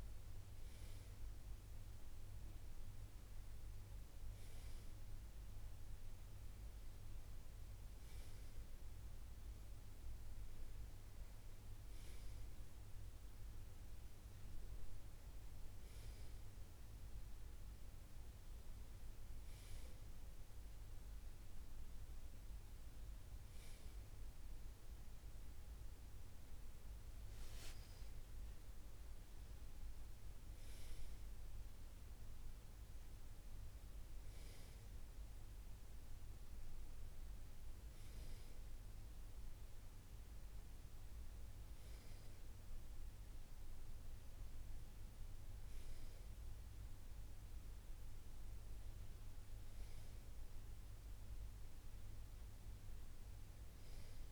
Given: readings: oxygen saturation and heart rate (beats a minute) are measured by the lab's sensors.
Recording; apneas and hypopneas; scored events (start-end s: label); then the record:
breathing in sleep, hard to hear, by a room microphone; none
none scored
From the record:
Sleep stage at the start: N2 (light sleep); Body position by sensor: on the right side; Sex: male